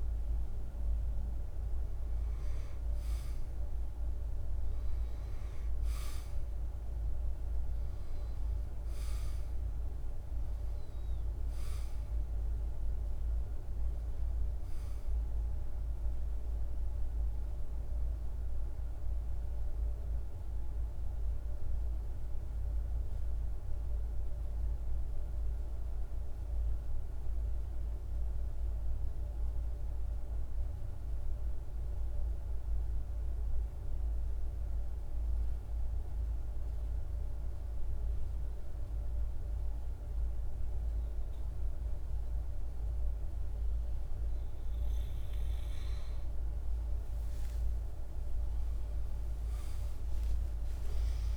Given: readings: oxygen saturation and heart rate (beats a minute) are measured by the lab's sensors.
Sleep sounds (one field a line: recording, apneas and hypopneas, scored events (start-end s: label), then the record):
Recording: breathing in sleep, hard to hear, by a room microphone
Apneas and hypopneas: 1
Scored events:
1.00-21.00 s: oxygen desaturation (device-marked, oxygen 99% before, 92% lowest, heart rate 52 before, 51 extreme)
23.50-42.50 s: central apnea (oxygen 99% before, 91% lowest, heart rate 52 before, 51 extreme, up 56 after)
43.00-51.37 s: oxygen desaturation (device-marked, oxygen 98% before, 91% lowest, heart rate 52 before, 51 extreme)
46.50-51.37 s: arousal
From the record:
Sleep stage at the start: N2 (light sleep)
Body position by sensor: on the back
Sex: male